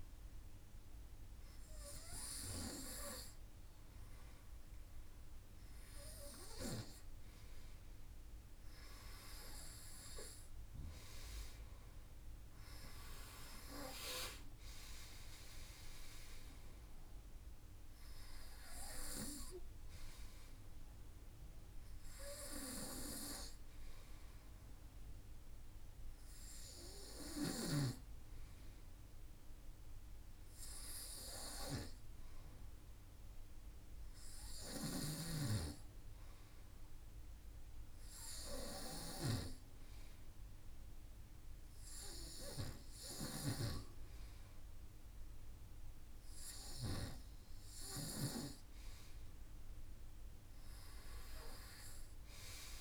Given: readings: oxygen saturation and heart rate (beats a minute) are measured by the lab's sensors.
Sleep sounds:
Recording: breathing in sleep by a room microphone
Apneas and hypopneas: none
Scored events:
33.50-46.00 s: snoring (device-marked)
51.50-52.81 s: new sleep stage, REM sleep
From the record:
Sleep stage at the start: N2 (light sleep)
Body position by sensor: on the front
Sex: male

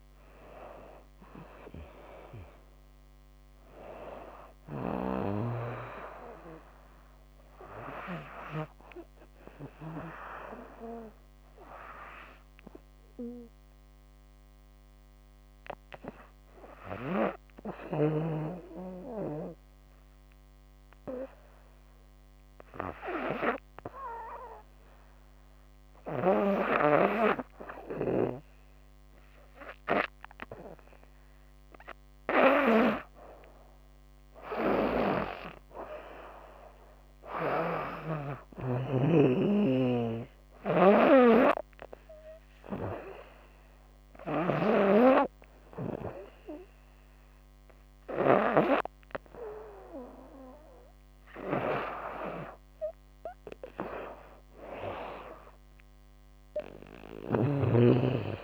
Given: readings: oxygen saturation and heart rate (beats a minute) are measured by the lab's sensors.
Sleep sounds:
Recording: breathing in sleep by a microphone on the trachea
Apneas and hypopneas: 2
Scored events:
1.00-17.00 s: oxygen desaturation (device-marked, oxygen 96% before, 87% lowest, heart rate 75 before, 75 extreme)
13.00-30.50 s: hypopnea (oxygen 98% before, 88% lowest, heart rate 86 before, 75 extreme, up 12 after)
32.00-35.50 s: arousal
37.00-53.00 s: oxygen desaturation (device-marked, oxygen 98% before, 93% lowest, heart rate 78 before, 69 extreme)
39.00-47.50 s: snoring (device-marked)
39.50-50.50 s: hypopnea (oxygen 100% before, 93% lowest, heart rate 79 before, 77 extreme, up 7 after)
54.50-58.44 s: arousal
56.50-58.44 s: snoring (device-marked)
From the record:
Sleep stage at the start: REM sleep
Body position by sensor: on the back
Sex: female

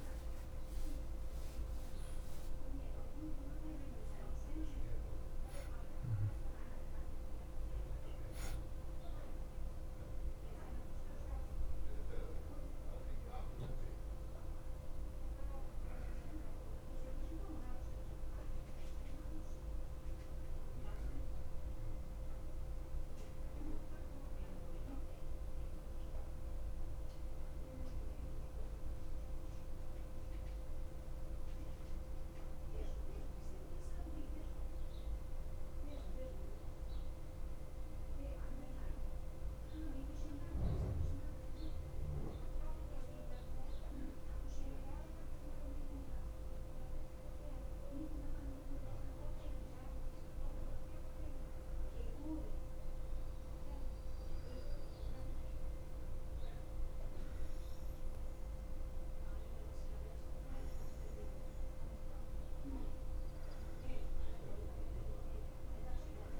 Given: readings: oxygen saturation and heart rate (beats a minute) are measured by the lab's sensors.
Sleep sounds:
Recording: a person partly awake in a sleep study, hard to hear, by a room microphone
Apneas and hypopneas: 1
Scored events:
15.00-66.40 s: new sleep stage, N1 (lightest sleep)
17.50-45.00 s: obstructive apnea (oxygen 99% before, 91% lowest, heart rate 57 before, 52 extreme, up 2 after)
45.00-49.50 s: arousal
60.00-66.40 s: oxygen desaturation (device-marked, oxygen 97% before, 91% lowest, heart rate 53 before, 51 extreme)
From the record:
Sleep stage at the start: awake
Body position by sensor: on the back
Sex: male

